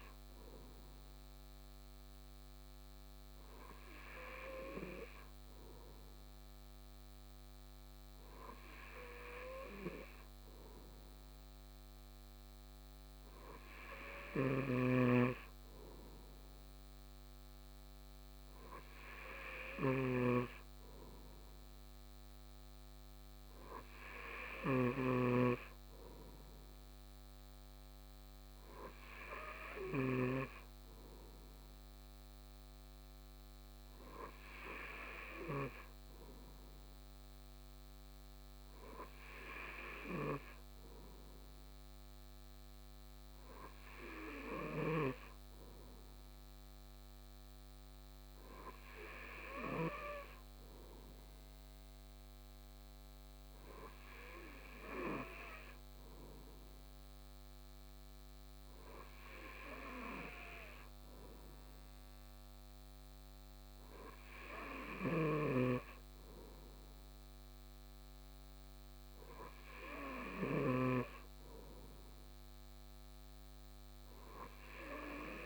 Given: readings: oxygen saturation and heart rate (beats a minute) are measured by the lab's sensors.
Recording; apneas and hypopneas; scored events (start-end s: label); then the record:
breathing in sleep by a microphone on the trachea; none
none scored
From the record:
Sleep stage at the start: N2 (light sleep); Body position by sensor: on the right side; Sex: male